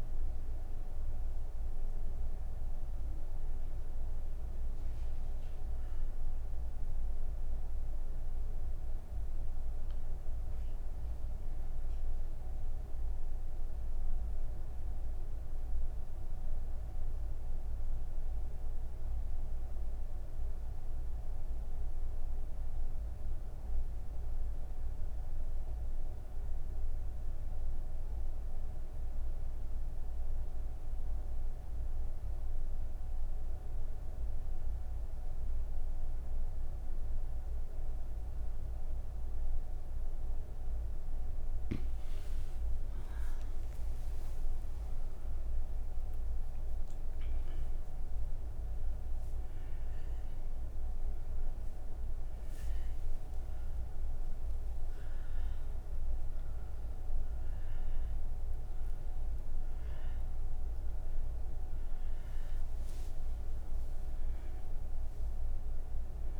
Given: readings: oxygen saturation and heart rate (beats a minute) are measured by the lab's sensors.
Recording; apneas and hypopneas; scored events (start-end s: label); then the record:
breathing in sleep, hard to hear, by a room microphone; none
0.00-13.50 s: oxygen desaturation (device-marked, oxygen 88% lowest)
38.50-66.40 s: oxygen desaturation (device-marked, oxygen 98% before, 92% lowest)
From the record:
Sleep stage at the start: N2 (light sleep); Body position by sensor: on the right side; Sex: female